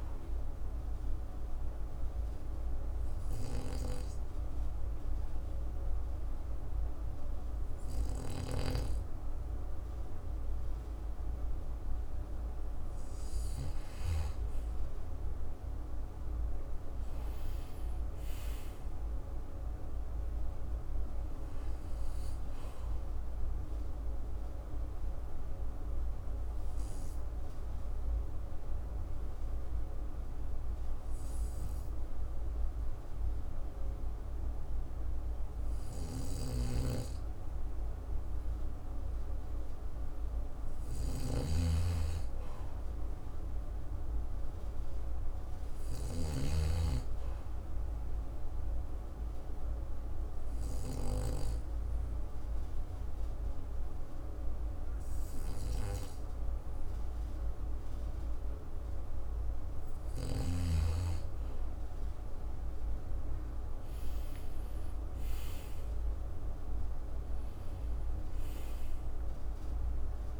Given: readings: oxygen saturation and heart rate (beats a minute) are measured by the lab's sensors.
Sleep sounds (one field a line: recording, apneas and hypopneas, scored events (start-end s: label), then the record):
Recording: breathing in sleep by a room microphone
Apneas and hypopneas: 3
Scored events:
2.00-13.00 s: obstructive apnea (oxygen 97% before, 93% lowest, heart rate 61 before, 58 extreme, up 4 after)
15.00-19.50 s: arousal
24.00-39.00 s: obstructive apnea (oxygen 96% before, 92% lowest, heart rate 64 before, 58 extreme, up 4 after)
36.00-46.50 s: snoring (device-marked)
40.00-43.50 s: arousal
49.00-59.50 s: obstructive apnea (oxygen 98% before, 92% lowest, heart rate 60 before, 57 extreme, up 5 after)
64.50-68.50 s: arousal
From the record:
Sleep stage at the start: N2 (light sleep)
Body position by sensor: on the back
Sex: male